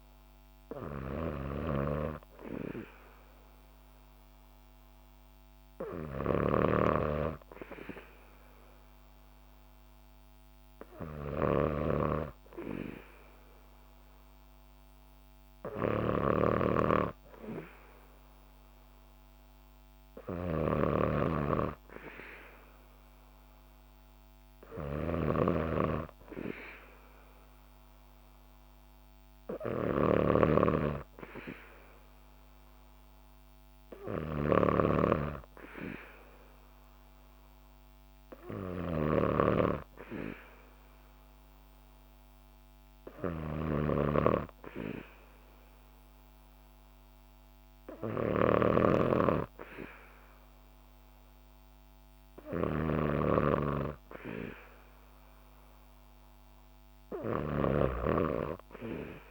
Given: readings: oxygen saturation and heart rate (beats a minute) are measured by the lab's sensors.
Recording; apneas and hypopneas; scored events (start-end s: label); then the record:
breathing in sleep by a microphone on the trachea; none
0.00-59.31 s: snoring (device-marked)
From the record:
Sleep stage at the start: N2 (light sleep); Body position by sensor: on the back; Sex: female